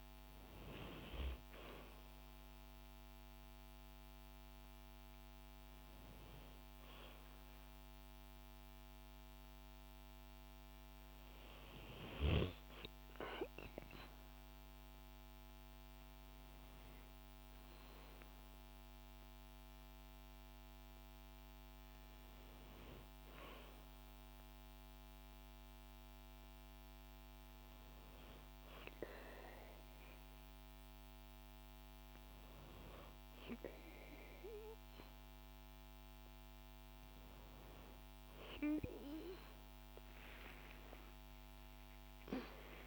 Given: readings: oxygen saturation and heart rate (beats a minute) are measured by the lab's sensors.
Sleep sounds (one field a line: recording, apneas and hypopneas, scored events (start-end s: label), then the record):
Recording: breathing in sleep by a microphone on the trachea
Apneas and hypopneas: none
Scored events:
40.00-42.87 s: arousal
From the record:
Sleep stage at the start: N2 (light sleep)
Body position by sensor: on the back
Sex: female